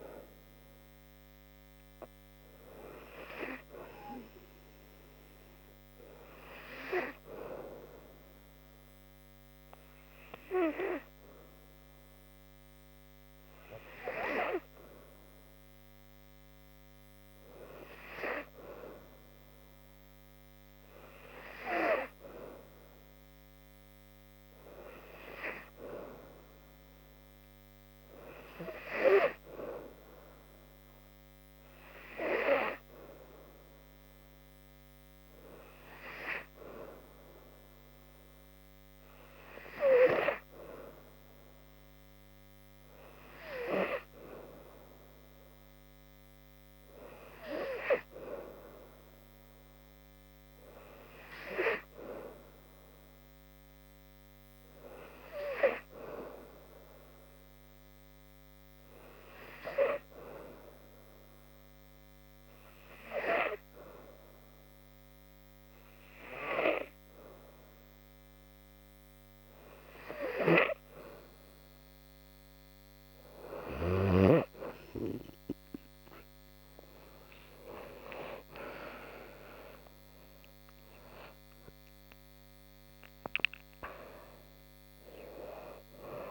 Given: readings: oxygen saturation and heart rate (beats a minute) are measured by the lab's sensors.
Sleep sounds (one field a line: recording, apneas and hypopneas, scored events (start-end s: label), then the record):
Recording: breathing in sleep by a microphone on the trachea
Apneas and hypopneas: 2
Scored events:
0.00-1.00 s: oxygen desaturation (device-marked, oxygen 91% lowest, heart rate 72 extreme)
6.00-17.00 s: obstructive apnea (oxygen 95% before, 92% lowest, heart rate 73 before, 72 extreme, up 0 after)
19.50-22.50 s: arousal
57.00-71.00 s: obstructive apnea (oxygen 94% before, 88% lowest, heart rate 74 before, 73 extreme, up 5 after)
85.00-86.31 s: new sleep stage, awake
From the record:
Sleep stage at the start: N2 (light sleep)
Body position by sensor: on the back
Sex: female